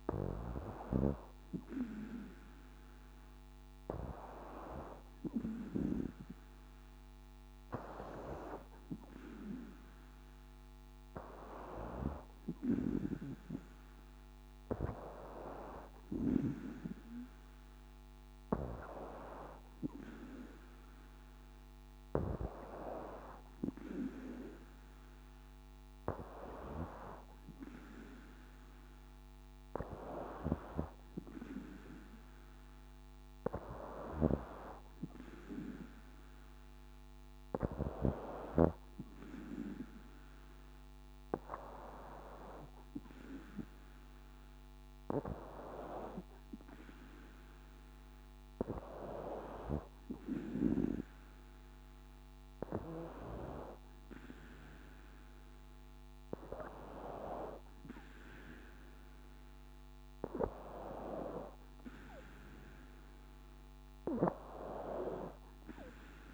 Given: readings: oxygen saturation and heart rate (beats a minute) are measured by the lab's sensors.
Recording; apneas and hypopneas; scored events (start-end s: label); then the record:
breathing in sleep by a microphone on the trachea; none
none scored
From the record:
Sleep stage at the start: N2 (light sleep); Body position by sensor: on the back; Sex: female